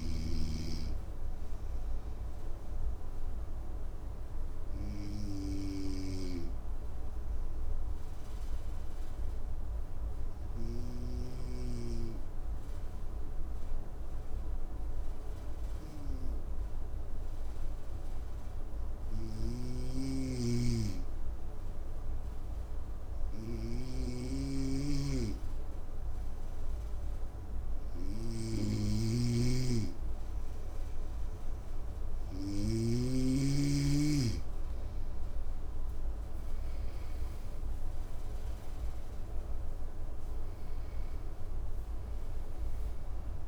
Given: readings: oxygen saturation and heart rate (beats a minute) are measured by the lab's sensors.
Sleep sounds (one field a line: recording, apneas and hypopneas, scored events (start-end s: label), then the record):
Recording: breathing in sleep by a room microphone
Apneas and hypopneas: 1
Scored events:
0.00-11.50 s: oxygen desaturation (device-marked, oxygen 92% lowest, heart rate 55 extreme)
2.50-29.50 s: obstructive apnea (oxygen 98% before, 92% lowest, heart rate 64 before, 55 extreme, up 6 after)
19.50-32.50 s: snoring (device-marked)
30.50-43.48 s: oxygen desaturation (device-marked, oxygen 98% before, 94% lowest, heart rate 56 before, 54 extreme)
32.50-36.00 s: arousal
From the record:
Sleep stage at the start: N2 (light sleep)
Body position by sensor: on the right side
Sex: male